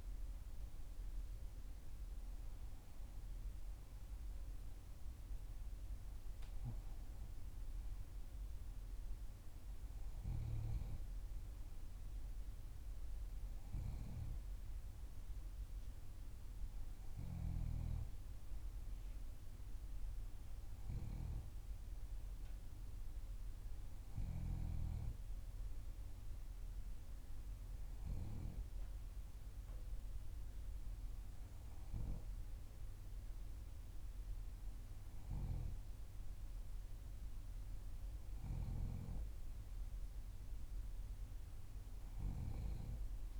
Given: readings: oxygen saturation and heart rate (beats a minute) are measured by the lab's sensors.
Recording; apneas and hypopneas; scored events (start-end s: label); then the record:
breathing in sleep by a room microphone; none
none scored
From the record:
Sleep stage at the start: N3 (deep sleep); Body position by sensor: on the back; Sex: female